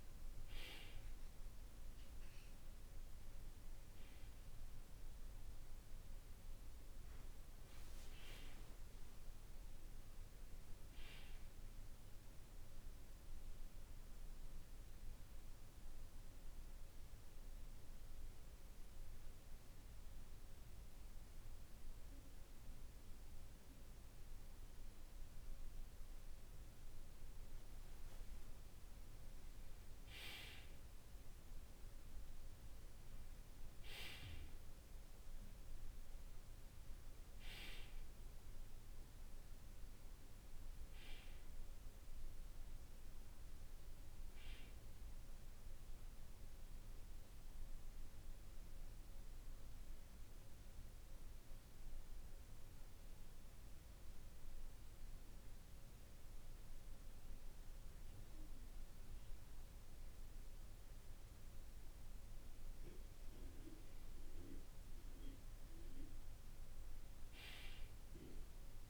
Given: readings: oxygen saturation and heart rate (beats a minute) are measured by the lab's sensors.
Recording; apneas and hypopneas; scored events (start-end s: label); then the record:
breathing in sleep by a room microphone; 2
13.50-28.00 s: hypopnea (oxygen 96% before, 93% lowest, heart rate 54 before, 49 extreme, up 2 after)
28.50-32.50 s: arousal
46.00-62.50 s: hypopnea (oxygen 96% before, 93% lowest, heart rate 50 before, 48 extreme, up 2 after)
65.00-68.50 s: arousal
From the record:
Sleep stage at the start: N2 (light sleep); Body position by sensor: on the back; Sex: male